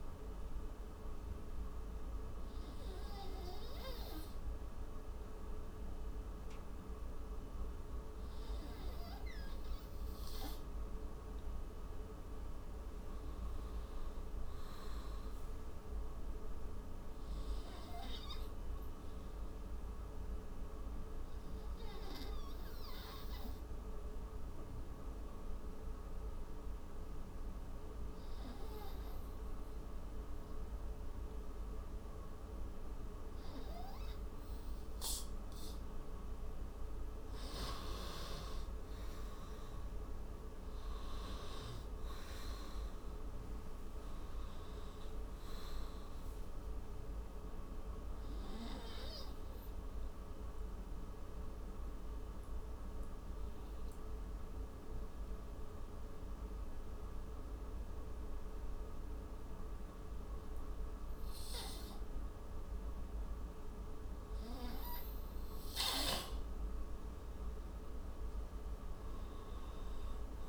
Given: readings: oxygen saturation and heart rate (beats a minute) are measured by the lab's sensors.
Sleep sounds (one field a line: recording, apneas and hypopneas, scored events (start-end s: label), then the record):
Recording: breathing in sleep, hard to hear, by a room microphone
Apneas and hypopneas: 2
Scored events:
0.00-16.00 s: oxygen desaturation (device-marked, oxygen 91% lowest)
15.00-18.50 s: arousal
20.00-34.00 s: hypopnea (oxygen 98% before, 90% lowest)
35.50-39.00 s: arousal
43.00-66.00 s: oxygen desaturation (device-marked, oxygen 95% before, 90% lowest)
52.00-62.00 s: obstructive apnea (oxygen 96% before, 90% lowest)
64.50-67.50 s: arousal
From the record:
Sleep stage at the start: N2 (light sleep)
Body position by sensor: on the right side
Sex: male